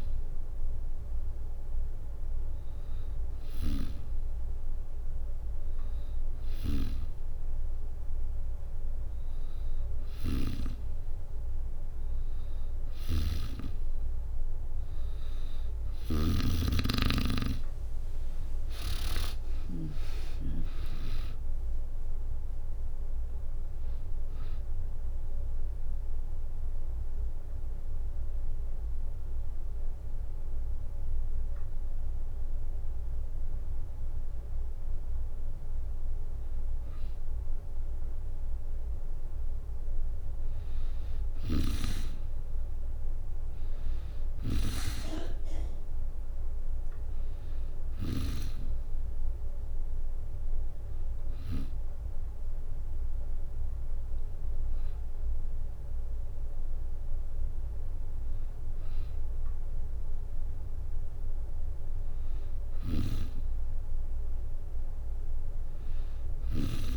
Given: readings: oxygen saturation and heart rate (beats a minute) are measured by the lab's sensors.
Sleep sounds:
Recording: breathing in sleep by a room microphone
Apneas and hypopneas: 1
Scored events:
0.00-19.00 s: snoring (device-marked)
17.50-31.50 s: drop in pulse transit time (device-marked, heart rate 69 before, 64 extreme)
18.50-21.50 s: arousal
24.00-36.00 s: obstructive apnea (oxygen 95% before, 92% lowest, heart rate 72 before, 64 extreme, up 1 after)
37.50-40.50 s: arousal
41.00-48.00 s: snoring (device-marked)
47.50-59.50 s: oxygen desaturation (device-marked, oxygen 97% before, 92% lowest, heart rate 65 before, 66 extreme)
62.50-66.97 s: snoring (device-marked)
From the record:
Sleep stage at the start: N2 (light sleep)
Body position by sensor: on the back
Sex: female

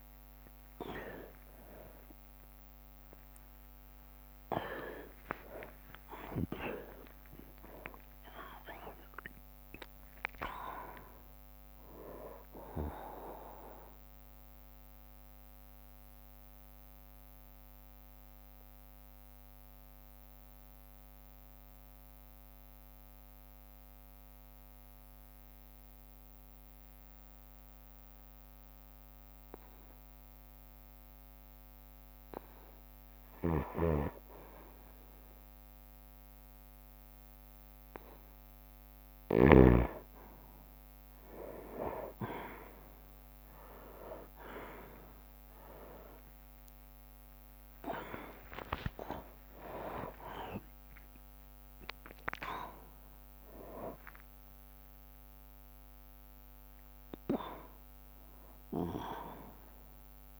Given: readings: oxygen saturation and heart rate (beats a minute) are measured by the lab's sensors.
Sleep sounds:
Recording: a person partly awake in a sleep study, by a microphone on the trachea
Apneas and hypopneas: 1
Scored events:
0.00-14.50 s: oxygen desaturation (device-marked, oxygen 92% lowest, heart rate 52 extreme)
0.50-8.50 s: tachycardia (device-marked, heart rate 66 before, 148 extreme)
0.50-12.50 s: drop in pulse transit time (device-marked, heart rate 62 before, 69 extreme)
2.00-4.00 s: long interval between heartbeats (device-marked, heart rate 62 before, 88 extreme)
4.50-6.50 s: long interval between heartbeats (device-marked, heart rate 68 before, 130 extreme)
6.50-8.50 s: long interval between heartbeats (device-marked, heart rate 75 before, 143 extreme)
14.00-33.50 s: obstructive apnea (oxygen 98% before, 90% lowest, heart rate 96 before, 52 extreme, up 12 after)
20.50-26.50 s: bradycardia (device-marked, heart rate 67 before, 59 extreme)
27.50-34.50 s: bradycardia (device-marked, heart rate 67 before, 52 extreme)
29.50-31.50 s: long interval between heartbeats (device-marked, heart rate 70 before, 52 extreme)
33.50-39.50 s: snoring (device-marked)
36.50-60.40 s: new sleep stage, awake
39.50-59.50 s: oxygen desaturation (device-marked, oxygen 98% before, 92% lowest, heart rate 58 before, 59 extreme)
43.50-49.50 s: tachycardia (device-marked, heart rate 67 before, 107 extreme)
45.00-47.00 s: long interval between heartbeats (device-marked, heart rate 59 before, 77 extreme)
45.50-59.50 s: drop in pulse transit time (device-marked, heart rate 60 before, 72 extreme)
47.00-49.00 s: long interval between heartbeats (device-marked, heart rate 61 before, 104 extreme)
49.50-51.50 s: long interval between heartbeats (device-marked, heart rate 68 before, 126 extreme)
From the record:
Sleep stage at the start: N2 (light sleep)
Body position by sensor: on the right side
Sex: male

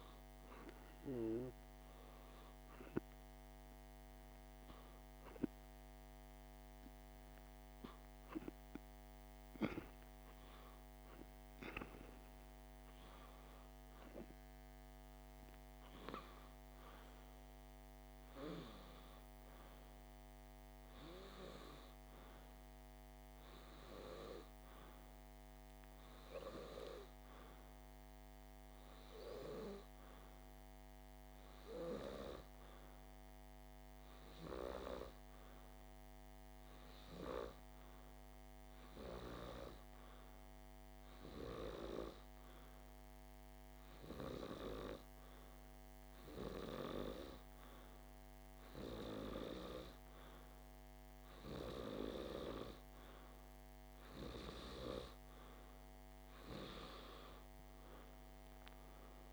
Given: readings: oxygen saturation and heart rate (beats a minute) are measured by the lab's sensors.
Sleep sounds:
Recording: breathing in sleep by a microphone on the trachea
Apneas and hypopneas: 1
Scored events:
14.00-21.00 s: oxygen desaturation (device-marked, oxygen 97% before, 94% lowest, heart rate 49 before, 47 extreme)
23.50-27.50 s: arousal
32.50-51.50 s: hypopnea (oxygen 97% before, 95% lowest, heart rate 48 before, 47 extreme, up 3 after)
53.50-57.00 s: arousal
From the record:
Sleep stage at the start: N2 (light sleep)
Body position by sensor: on the back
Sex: male

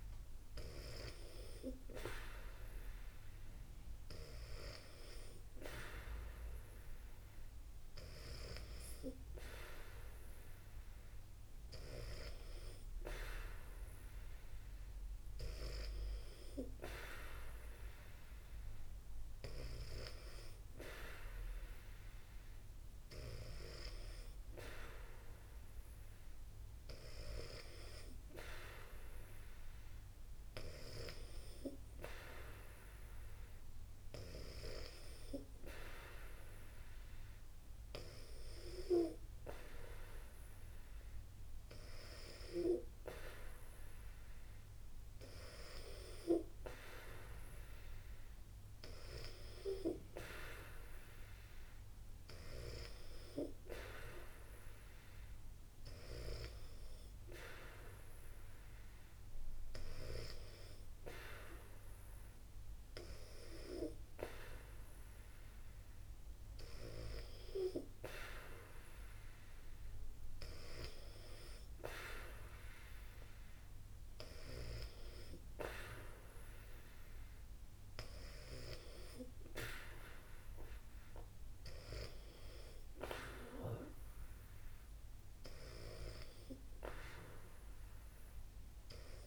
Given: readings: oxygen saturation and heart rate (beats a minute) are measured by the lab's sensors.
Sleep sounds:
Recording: breathing in sleep by a room microphone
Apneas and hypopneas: none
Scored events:
none scored
From the record:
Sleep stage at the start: N2 (light sleep)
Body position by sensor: on the back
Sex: female

